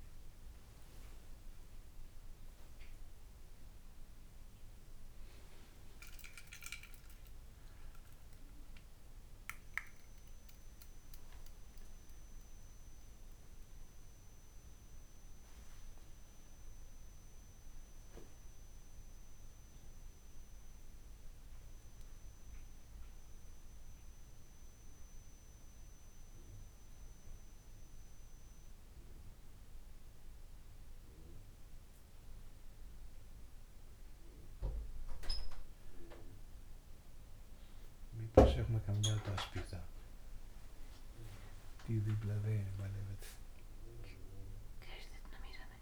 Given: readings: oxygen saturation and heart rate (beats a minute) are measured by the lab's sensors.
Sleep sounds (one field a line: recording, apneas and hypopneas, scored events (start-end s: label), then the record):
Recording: a person awake in a sleep study, by a room microphone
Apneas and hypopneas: none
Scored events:
none scored
From the record:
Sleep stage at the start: awake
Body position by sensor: on the right side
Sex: male